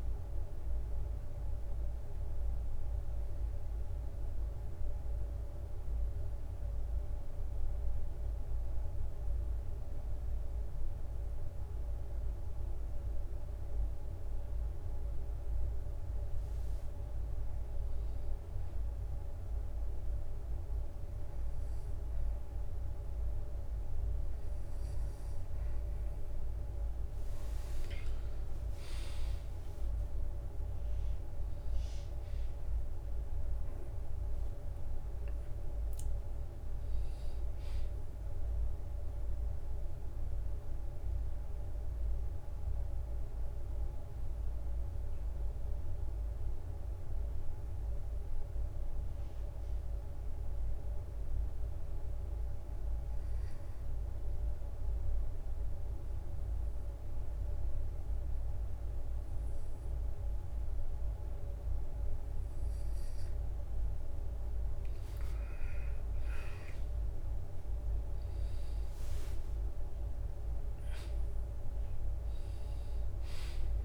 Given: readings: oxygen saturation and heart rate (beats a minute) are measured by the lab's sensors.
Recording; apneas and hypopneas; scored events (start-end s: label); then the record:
breathing in sleep, hard to hear, by a room microphone; 2
0.00-14.50 s: bradycardia (device-marked, heart rate 55 extreme)
1.00-16.00 s: obstructive apnea (oxygen 96% before, 95% lowest, heart rate 58 before, 48 extreme, up 7 after)
14.50-26.50 s: drop in pulse transit time (device-marked, heart rate 59 before, 48 extreme)
17.50-28.50 s: bradycardia (device-marked, heart rate 61 before, 48 extreme)
18.00-20.00 s: long interval between heartbeats (device-marked, heart rate 58 before, 62 extreme)
29.50-33.50 s: arousal
38.50-67.50 s: bradycardia (device-marked, heart rate 61 before, 52 extreme)
40.00-63.00 s: obstructive apnea (oxygen 98% before, 94% lowest, heart rate 57 before, 52 extreme, up 9 after)
65.00-68.50 s: arousal
From the record:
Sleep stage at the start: N2 (light sleep); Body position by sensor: on the back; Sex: male